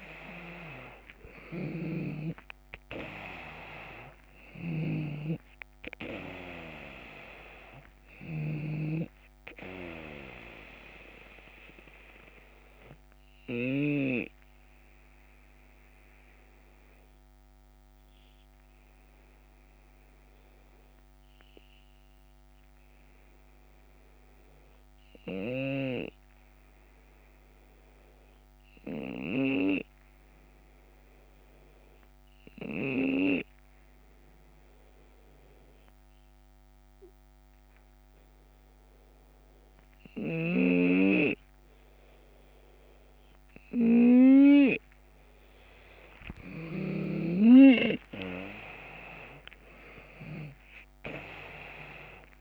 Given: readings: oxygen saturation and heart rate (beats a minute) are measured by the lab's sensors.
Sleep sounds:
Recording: breathing in sleep by a microphone on the trachea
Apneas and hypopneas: 1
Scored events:
0.00-3.50 s: arousal
0.00-12.50 s: drop in pulse transit time (device-marked, heart rate 78 extreme)
0.00-13.50 s: snoring (device-marked)
0.00-29.50 s: oxygen desaturation (device-marked, oxygen 83% lowest, heart rate 74 extreme)
13.00-42.50 s: obstructive apnea (oxygen 92% before, 83% lowest, heart rate 80 before, 70 extreme, up 5 after)
44.50-52.41 s: oxygen desaturation (device-marked, oxygen 93% before, 85% lowest, heart rate 77 before, 70 extreme)
46.00-50.00 s: arousal
46.00-52.41 s: snoring (device-marked)
46.50-52.41 s: drop in pulse transit time (device-marked, heart rate 77 before, 73 extreme)
From the record:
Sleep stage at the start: REM sleep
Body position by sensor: on the left side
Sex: male

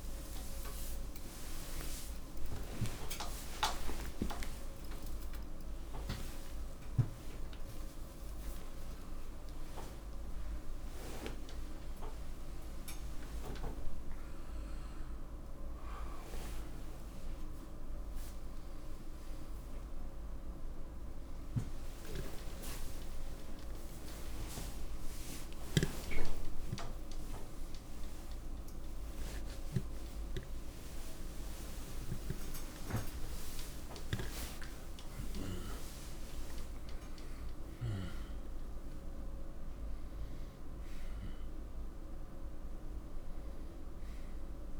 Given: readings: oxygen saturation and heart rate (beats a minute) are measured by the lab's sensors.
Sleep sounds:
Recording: a person awake in a sleep study, by a room microphone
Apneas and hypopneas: none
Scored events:
0.00-8.50 s: oxygen desaturation (device-marked, oxygen 91% lowest, heart rate 48 extreme)
From the record:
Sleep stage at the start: awake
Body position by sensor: on the right side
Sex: male

